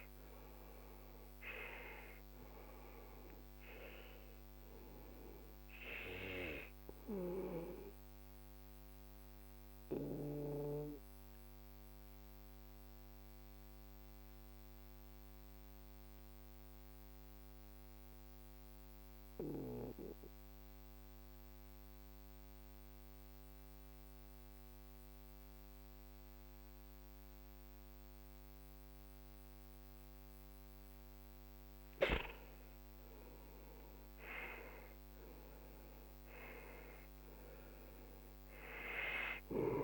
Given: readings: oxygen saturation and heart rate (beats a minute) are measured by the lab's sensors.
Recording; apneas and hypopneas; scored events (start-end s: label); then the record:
breathing in sleep by a microphone on the trachea; 1
0.00-2.00 s: arousal
0.00-10.50 s: oxygen desaturation (device-marked, oxygen 92% lowest, heart rate 40 extreme)
8.00-30.00 s: obstructive apnea (oxygen 97% before, 91% lowest, heart rate 54 before, 40 extreme, up 15 after)
32.00-36.00 s: arousal
35.50-39.84 s: oxygen desaturation (device-marked, oxygen 97% before, 92% lowest, heart rate 47 before, 43 extreme)
From the record:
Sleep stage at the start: N2 (light sleep); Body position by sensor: on the back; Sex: male